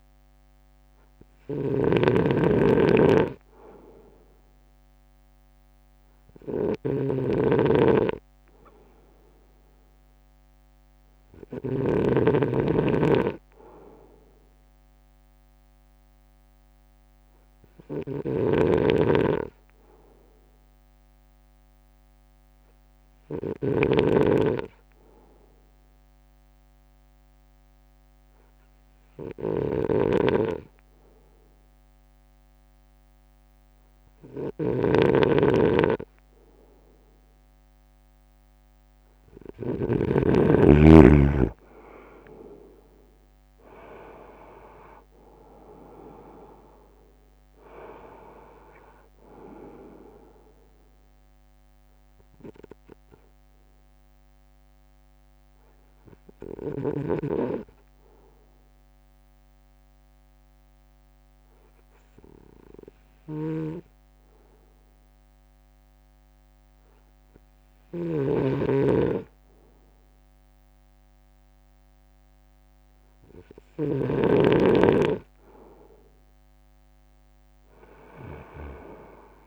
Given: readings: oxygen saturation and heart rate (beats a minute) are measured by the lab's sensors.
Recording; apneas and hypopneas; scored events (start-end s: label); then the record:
breathing in sleep by a microphone on the trachea; 2
0.00-12.00 s: snoring (device-marked)
18.00-40.00 s: snoring (device-marked)
19.50-35.50 s: hypopnea (oxygen 96% before, 95% lowest, heart rate 59 before, 59 extreme, up 3 after)
21.00-79.47 s: new sleep stage, N2 (light sleep)
40.00-43.00 s: arousal
43.00-61.00 s: drop in pulse transit time (device-marked, heart rate 60 before, 62 extreme)
52.50-66.50 s: obstructive apnea (oxygen 96% before, 95% lowest, heart rate 63 before, 54 extreme, up 4 after)
63.50-74.50 s: snoring (device-marked)
69.00-72.00 s: arousal
From the record:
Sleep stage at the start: N3 (deep sleep); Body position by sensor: on the front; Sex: male